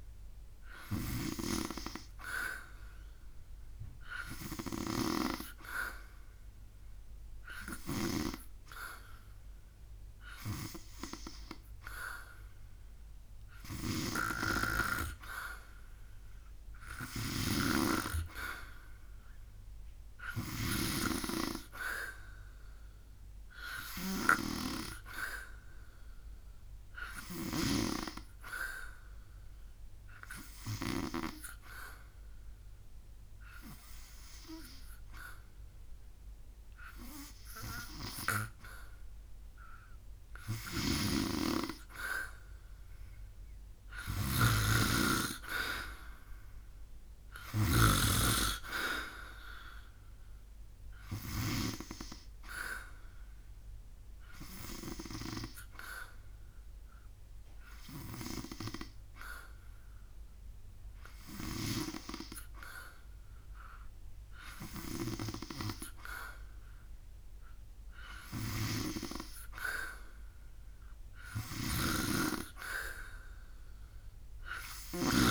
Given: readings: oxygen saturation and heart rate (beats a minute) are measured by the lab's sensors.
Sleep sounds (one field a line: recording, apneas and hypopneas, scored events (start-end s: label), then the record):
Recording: breathing in sleep by a room microphone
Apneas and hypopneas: 2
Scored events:
13.50-20.50 s: snoring (device-marked)
28.50-39.00 s: obstructive apnea (oxygen 93% before, 90% lowest, heart rate 76 before, 72 extreme, up 0 after)
40.00-51.00 s: snoring (device-marked)
43.50-47.00 s: arousal
52.50-63.50 s: obstructive apnea (oxygen 93% before, 90% lowest, heart rate 75 before, 74 extreme, up 1 after)
65.50-69.50 s: arousal
66.00-74.00 s: oxygen desaturation (device-marked, oxygen 93% before, 90% lowest, heart rate 76 before, 74 extreme)
71.00-75.00 s: snoring (device-marked)
From the record:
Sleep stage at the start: N2 (light sleep)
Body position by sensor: on the back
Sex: male